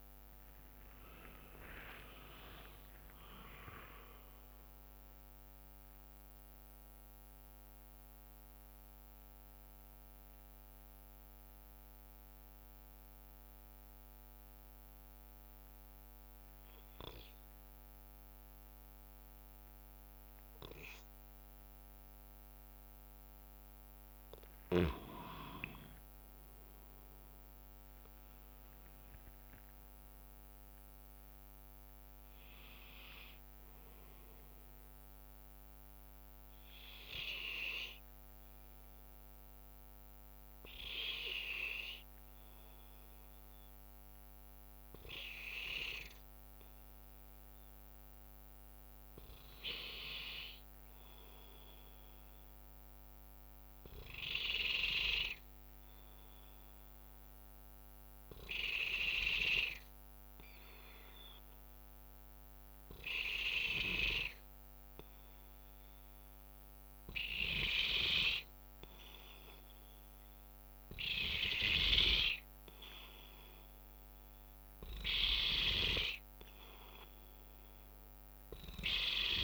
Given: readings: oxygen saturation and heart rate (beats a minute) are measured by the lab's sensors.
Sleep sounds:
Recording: a person partly awake in a sleep study, by a microphone on the trachea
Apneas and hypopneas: 2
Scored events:
6.50-23.50 s: mixed apnea (oxygen 97% before, 93% lowest, heart rate 89 before, 60 extreme, up 8 after)
8.50-79.44 s: new sleep stage, N2 (light sleep)
25.00-27.00 s: long interval between heartbeats (device-marked, heart rate 65 before, 65 extreme)
26.00-30.50 s: arousal
29.50-45.50 s: oxygen desaturation (device-marked, oxygen 99% before, 93% lowest, heart rate 63 before, 60 extreme)
48.00-51.00 s: arousal
54.50-72.00 s: obstructive apnea (oxygen 99% before, 94% lowest, heart rate 62 before, 61 extreme, up 6 after)
74.00-78.00 s: arousal
From the record:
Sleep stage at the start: awake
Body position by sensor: on the right side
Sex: male

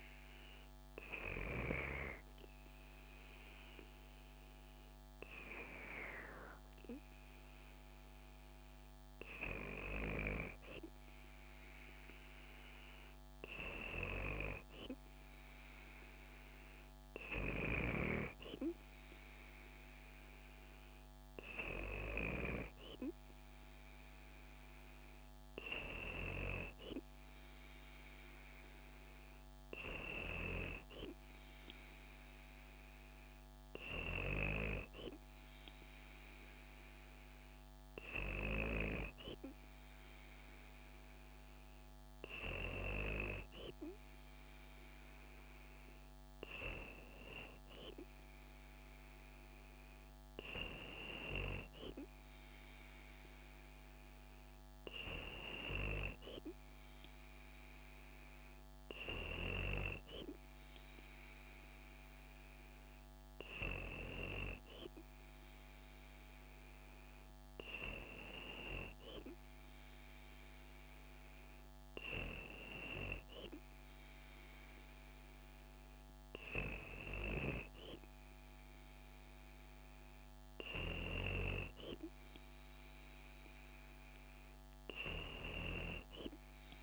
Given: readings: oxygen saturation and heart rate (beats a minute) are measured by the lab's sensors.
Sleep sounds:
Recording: breathing in sleep by a microphone on the trachea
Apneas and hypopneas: none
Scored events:
0.00-3.00 s: oxygen desaturation (device-marked, oxygen 93% lowest, heart rate 62 extreme)
From the record:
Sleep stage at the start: N2 (light sleep)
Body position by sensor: on the back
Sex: female

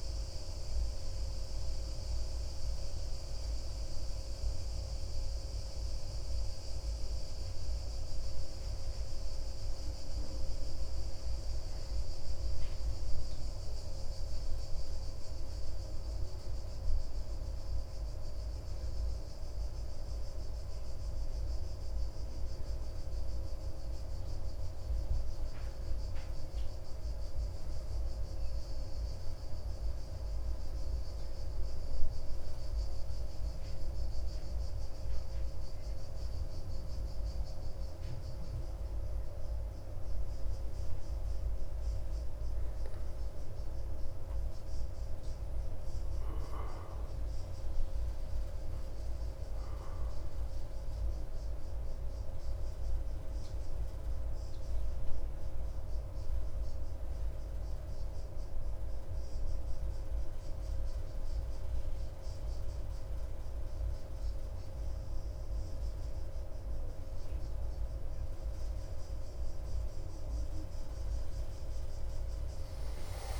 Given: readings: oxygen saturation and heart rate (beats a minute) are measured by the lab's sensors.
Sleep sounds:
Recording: breathing in sleep, hard to hear, by a room microphone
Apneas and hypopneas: none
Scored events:
none scored
From the record:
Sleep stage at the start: N2 (light sleep)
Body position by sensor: on the back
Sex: male

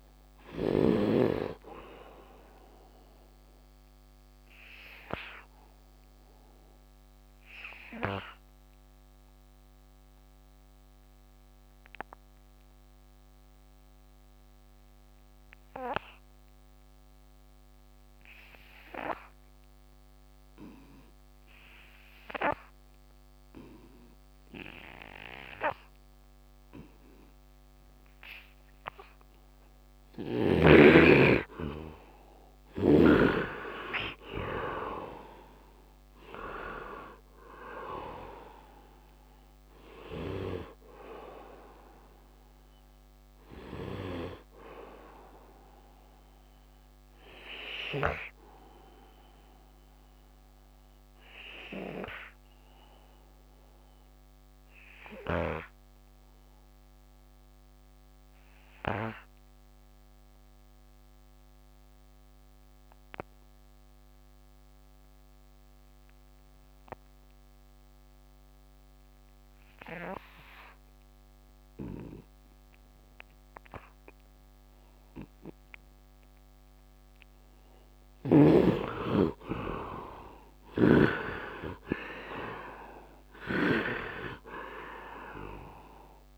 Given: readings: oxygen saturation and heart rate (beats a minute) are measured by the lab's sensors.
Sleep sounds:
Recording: breathing in sleep by a microphone on the trachea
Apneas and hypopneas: 2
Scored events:
0.00-7.00 s: oxygen desaturation (device-marked, oxygen 73% lowest, heart rate 71 extreme)
4.00-31.50 s: obstructive apnea (oxygen 100% before, 70% lowest, heart rate 88 before, 70 extreme, up 25 after)
21.00-61.00 s: oxygen desaturation (device-marked, oxygen 98% before, 70% lowest, heart rate 75 before, 70 extreme)
32.50-36.50 s: arousal
47.00-77.50 s: obstructive apnea (oxygen 97% before, 70% lowest, heart rate 85 before, 67 extreme, up 18 after)
67.00-86.37 s: oxygen desaturation (device-marked, oxygen 100% before, 72% lowest, heart rate 72 before, 67 extreme)
79.50-83.50 s: arousal
83.00-86.37 s: snoring (device-marked)
From the record:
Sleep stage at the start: N2 (light sleep)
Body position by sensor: on the right side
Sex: male

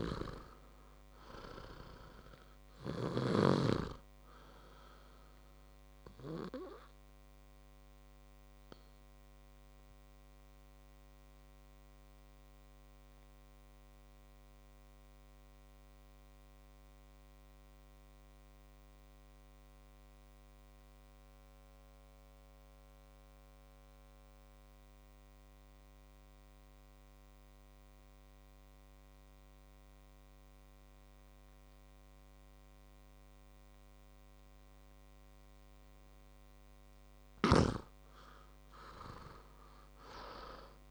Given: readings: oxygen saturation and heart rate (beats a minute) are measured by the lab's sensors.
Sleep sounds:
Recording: breathing in sleep by a microphone on the trachea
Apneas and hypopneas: 1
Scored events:
0.00-21.50 s: oxygen desaturation (device-marked, oxygen 88% lowest, heart rate 53 extreme)
8.50-36.50 s: obstructive apnea (oxygen 100% before, 87% lowest, heart rate 61 before, 53 extreme, up 1 after)
35.50-40.91 s: oxygen desaturation (device-marked, oxygen 99% before, 87% lowest, heart rate 59 before, 53 extreme)
38.50-40.91 s: arousal
From the record:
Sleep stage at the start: N2 (light sleep)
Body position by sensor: on the back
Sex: male

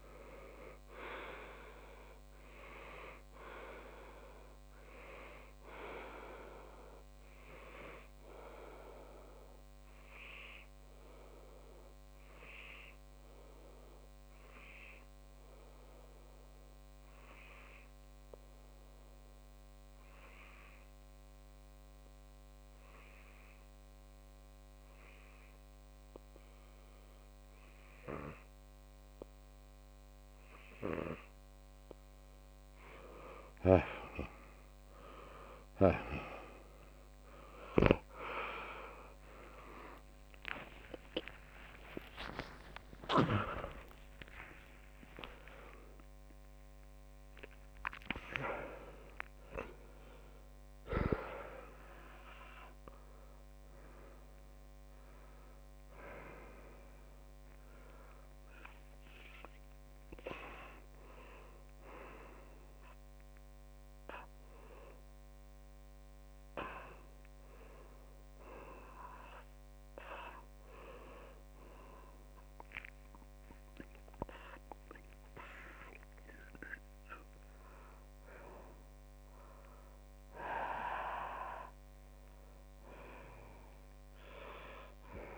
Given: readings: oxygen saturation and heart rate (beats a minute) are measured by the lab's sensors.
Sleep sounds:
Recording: a person partly awake in a sleep study, by a microphone on the trachea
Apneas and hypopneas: 1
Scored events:
1.00-3.00 s: long interval between heartbeats (device-marked)
6.50-32.00 s: obstructive apnea (oxygen 99% before, 95% lowest)
8.50-10.50 s: long interval between heartbeats (device-marked)
41.00-43.00 s: long interval between heartbeats (device-marked)
43.50-45.50 s: long interval between heartbeats (device-marked)
45.00-48.00 s: tachycardia (device-marked, heart rate 30 before, 97 extreme)
46.00-48.00 s: long interval between heartbeats (device-marked)
48.00-50.00 s: long interval between heartbeats (device-marked)
49.00-51.00 s: tachycardia (device-marked, heart rate 30 before, 109 extreme)
51.00-81.00 s: new sleep stage, awake
52.00-54.00 s: long interval between heartbeats (device-marked, heart rate 40 before, 108 extreme)
52.00-55.00 s: tachycardia (device-marked, heart rate 30 before, 109 extreme)
55.00-57.00 s: long interval between heartbeats (device-marked, heart rate 55 before, 114 extreme)
59.00-65.00 s: tachycardia (device-marked, heart rate 30 before, 148 extreme)
59.50-61.50 s: long interval between heartbeats (device-marked, heart rate 76 before, 89 extreme)
63.00-65.00 s: long interval between heartbeats (device-marked, heart rate 92 before, 116 extreme)
65.00-67.00 s: long interval between heartbeats (device-marked, heart rate 102 before, 154 extreme)
69.00-71.00 s: long interval between heartbeats (device-marked, heart rate 112 before, 46 extreme)
73.00-75.00 s: long interval between heartbeats (device-marked, heart rate 101 before, 68 extreme)
76.00-78.00 s: long interval between heartbeats (device-marked, heart rate 96 before, 94 extreme)
81.00-85.38 s: new sleep stage, N1 (lightest sleep)
83.00-85.00 s: long interval between heartbeats (device-marked)
From the record:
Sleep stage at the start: N2 (light sleep)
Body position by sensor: on the back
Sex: male

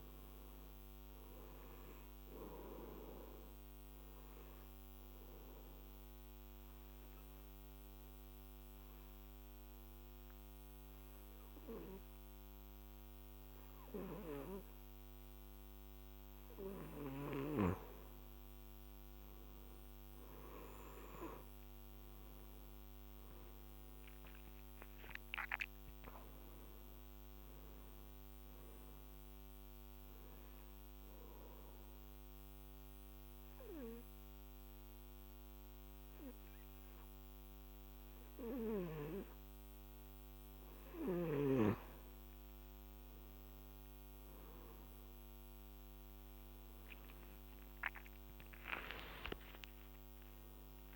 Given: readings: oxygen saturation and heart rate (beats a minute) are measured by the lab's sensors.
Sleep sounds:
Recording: breathing in sleep by a microphone on the trachea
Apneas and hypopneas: 2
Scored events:
4.00-20.00 s: oxygen desaturation (device-marked, oxygen 97% before, 91% lowest, heart rate 57 before, 48 extreme)
5.00-16.50 s: obstructive apnea (oxygen 98% before, 91% lowest, heart rate 57 before, 48 extreme, up 20 after)
19.50-22.50 s: arousal
22.00-45.00 s: oxygen desaturation (device-marked, oxygen 98% before, 91% lowest, heart rate 56 before, 48 extreme)
30.50-41.00 s: obstructive apnea (oxygen 98% before, 91% lowest, heart rate 62 before, 50 extreme, up 24 after)
47.00-50.96 s: arousal
From the record:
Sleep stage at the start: N2 (light sleep)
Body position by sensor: on the back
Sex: male

